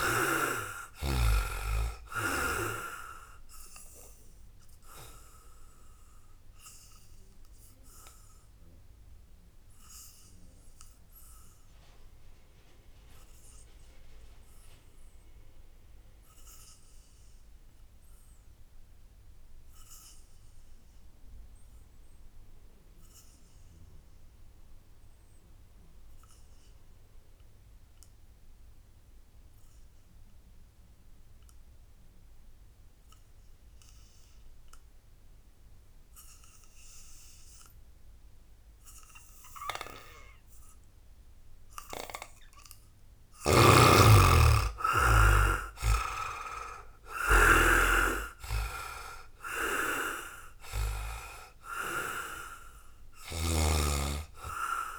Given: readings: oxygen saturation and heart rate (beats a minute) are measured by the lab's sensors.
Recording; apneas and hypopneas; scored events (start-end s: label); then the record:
breathing in sleep by a room microphone; 1
0.00-17.50 s: oxygen desaturation (device-marked, oxygen 69% lowest, heart rate 54 extreme)
5.00-40.50 s: obstructive apnea (oxygen 98% before, 67% lowest, heart rate 73 before, 54 extreme, up 13 after)
22.50-54.99 s: oxygen desaturation (device-marked, oxygen 98% before, 67% lowest, heart rate 81 before, 54 extreme)
42.50-45.50 s: arousal
43.00-53.00 s: snoring (device-marked)
From the record:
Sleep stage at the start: N2 (light sleep); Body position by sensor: on the back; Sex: male